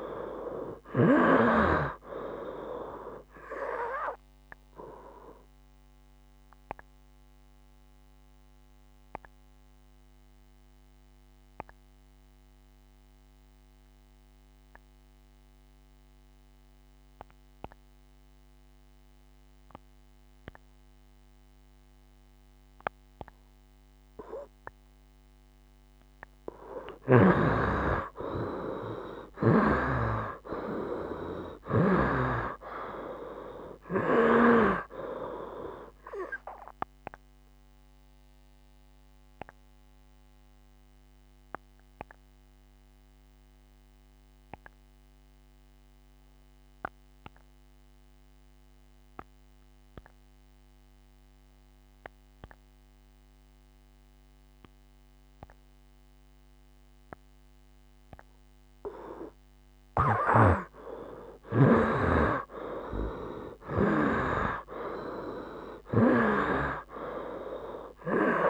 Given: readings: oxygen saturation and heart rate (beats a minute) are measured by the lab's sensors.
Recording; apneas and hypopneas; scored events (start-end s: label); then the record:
breathing in sleep by a microphone on the trachea; 2
0.00-1.00 s: arousal
3.50-20.50 s: oxygen desaturation (device-marked, oxygen 98% before, 87% lowest, heart rate 66 before, 64 extreme)
6.00-24.50 s: obstructive apnea (oxygen 98% before, 82% lowest, heart rate 66 before, 64 extreme, up 8 after)
27.50-31.00 s: arousal
29.50-54.50 s: oxygen desaturation (device-marked, oxygen 96% before, 82% lowest, heart rate 66 before, 64 extreme)
38.50-59.50 s: obstructive apnea (oxygen 96% before, 82% lowest, heart rate 69 before, 64 extreme, up 9 after)
60.00-64.00 s: snoring (device-marked)
60.50-68.50 s: oxygen desaturation (device-marked, oxygen 97% before, 83% lowest, heart rate 66 before, 65 extreme)
61.50-65.00 s: arousal
From the record:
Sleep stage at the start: N2 (light sleep); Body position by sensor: on the right side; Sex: male